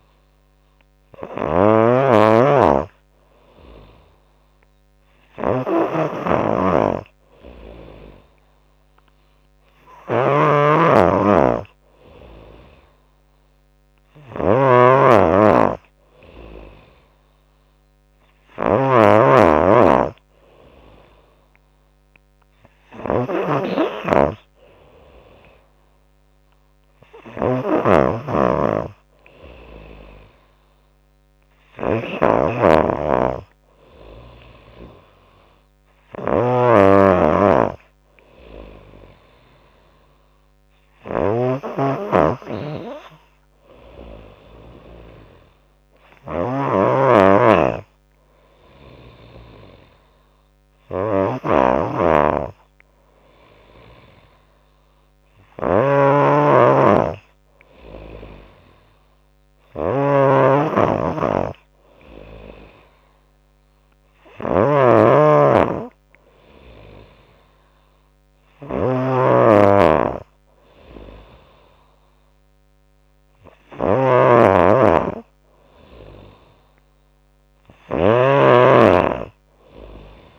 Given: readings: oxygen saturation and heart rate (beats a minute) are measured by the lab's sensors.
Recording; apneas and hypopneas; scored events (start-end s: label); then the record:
breathing in sleep by a microphone on the trachea; none
0.00-80.39 s: snoring (device-marked)
From the record:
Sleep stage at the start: N3 (deep sleep); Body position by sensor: on the back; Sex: female